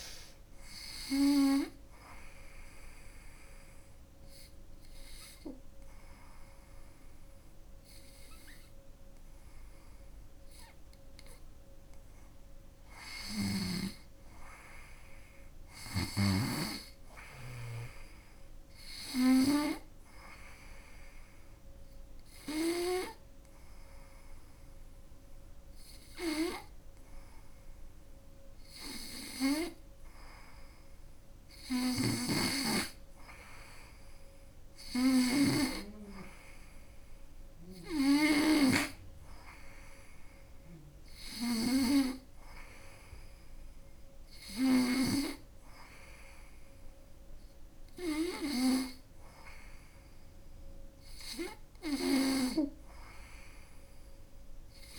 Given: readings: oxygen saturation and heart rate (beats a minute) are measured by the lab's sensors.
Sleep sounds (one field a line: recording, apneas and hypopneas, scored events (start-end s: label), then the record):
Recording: breathing in sleep by a room microphone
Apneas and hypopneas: 1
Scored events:
2.50-13.00 s: hypopnea (oxygen 98% before, 95% lowest, heart rate 78 before, 72 extreme, up 7 after)
14.50-17.50 s: arousal
31.00-38.50 s: snoring (device-marked)
From the record:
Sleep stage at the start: N2 (light sleep)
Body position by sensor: on the right side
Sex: female